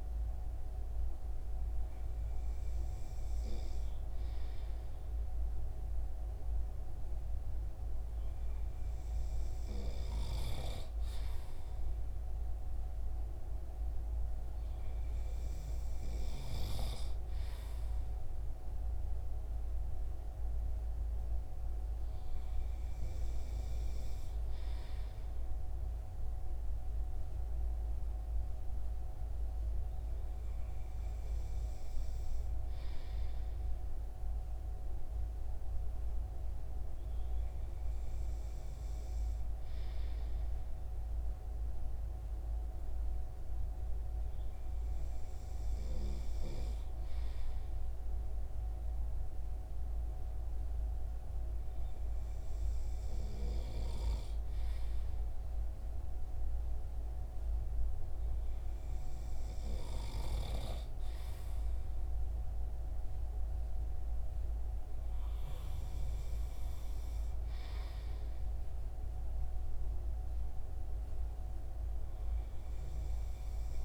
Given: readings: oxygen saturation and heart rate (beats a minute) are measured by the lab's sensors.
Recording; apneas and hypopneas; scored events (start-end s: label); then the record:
breathing in sleep by a room microphone; none
none scored
From the record:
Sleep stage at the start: N2 (light sleep); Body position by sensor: on the front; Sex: male